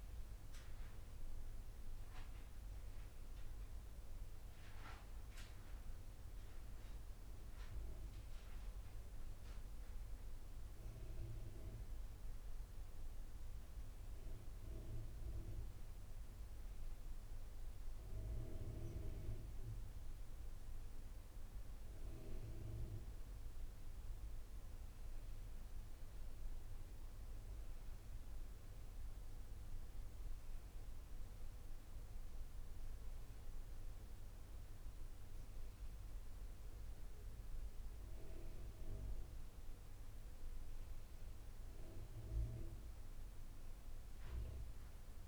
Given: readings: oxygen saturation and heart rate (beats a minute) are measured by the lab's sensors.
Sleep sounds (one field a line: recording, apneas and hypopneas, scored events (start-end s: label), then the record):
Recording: breathing in sleep by a room microphone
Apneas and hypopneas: none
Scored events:
none scored
From the record:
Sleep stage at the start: N1 (lightest sleep)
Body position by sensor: on the back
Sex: female